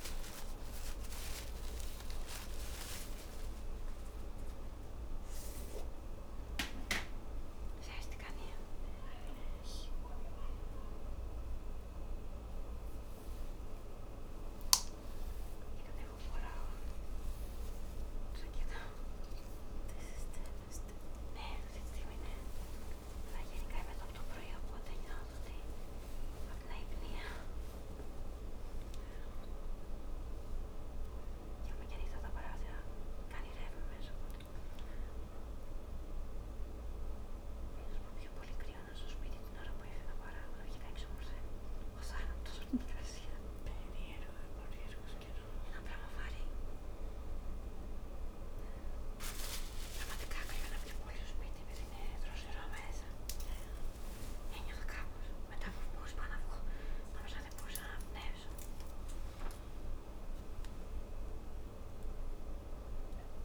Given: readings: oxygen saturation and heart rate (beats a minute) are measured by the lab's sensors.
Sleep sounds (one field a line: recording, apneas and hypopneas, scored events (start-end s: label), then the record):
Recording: a person awake in a sleep study, hard to hear, by a room microphone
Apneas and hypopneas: none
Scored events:
none scored
From the record:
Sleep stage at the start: awake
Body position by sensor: on the back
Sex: female